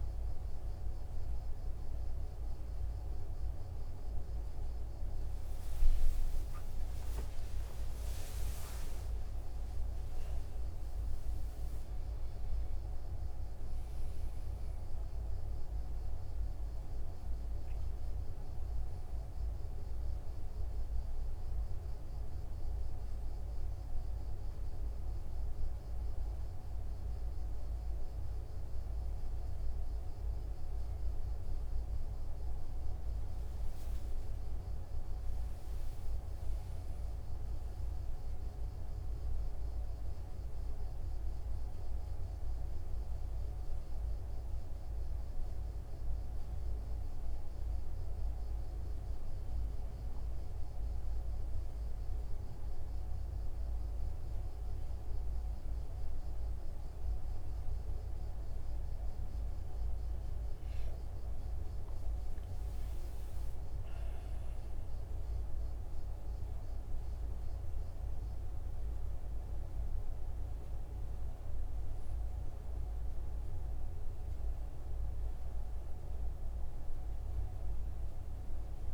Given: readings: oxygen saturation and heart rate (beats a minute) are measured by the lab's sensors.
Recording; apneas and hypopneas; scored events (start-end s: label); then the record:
a person awake in a sleep study, hard to hear, by a room microphone; none
none scored
From the record:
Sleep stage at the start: awake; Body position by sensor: on the right side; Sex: male